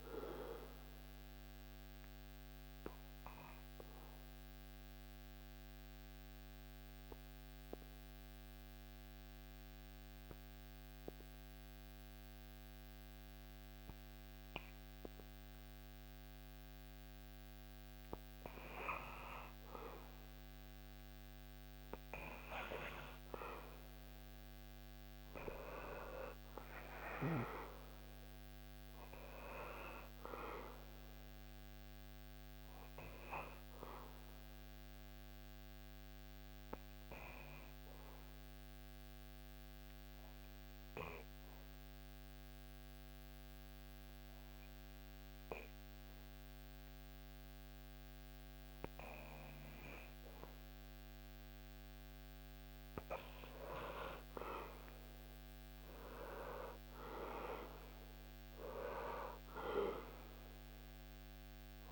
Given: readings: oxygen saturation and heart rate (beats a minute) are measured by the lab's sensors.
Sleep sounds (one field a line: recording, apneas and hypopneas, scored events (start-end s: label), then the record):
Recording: breathing in sleep by a microphone on the trachea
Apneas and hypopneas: 2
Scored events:
0.00-11.00 s: oxygen desaturation (device-marked, oxygen 93% lowest, heart rate 72 extreme)
0.50-16.50 s: obstructive apnea (oxygen 98% before, 92% lowest, heart rate 77 before, 72 extreme, up 3 after)
18.50-22.00 s: arousal
26.00-48.00 s: oxygen desaturation (device-marked, oxygen 98% before, 93% lowest, heart rate 75 before, 73 extreme)
33.00-51.50 s: obstructive apnea (oxygen 98% before, 92% lowest, heart rate 75 before, 73 extreme, up 6 after)
53.00-56.50 s: arousal
57.00-61.92 s: oxygen desaturation (device-marked, oxygen 98% before, 92% lowest, heart rate 76 before, 66 extreme)
From the record:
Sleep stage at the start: N2 (light sleep)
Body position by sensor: on the back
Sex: male